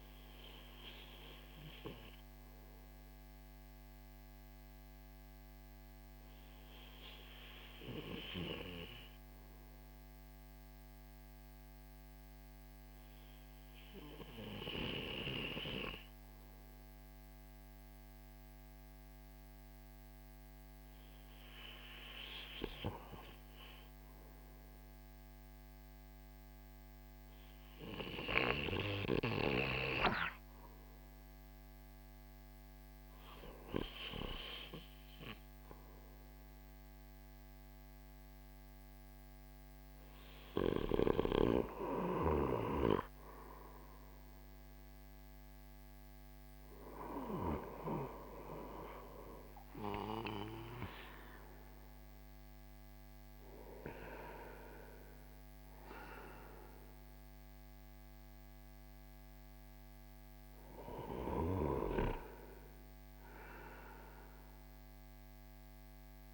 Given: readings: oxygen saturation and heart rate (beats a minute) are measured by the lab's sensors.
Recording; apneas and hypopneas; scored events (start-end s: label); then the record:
breathing in sleep by a microphone on the trachea; none
38.50-66.34 s: new sleep stage, N1 (lightest sleep)
45.50-51.00 s: arousal
From the record:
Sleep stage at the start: REM sleep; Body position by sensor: on the right side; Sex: male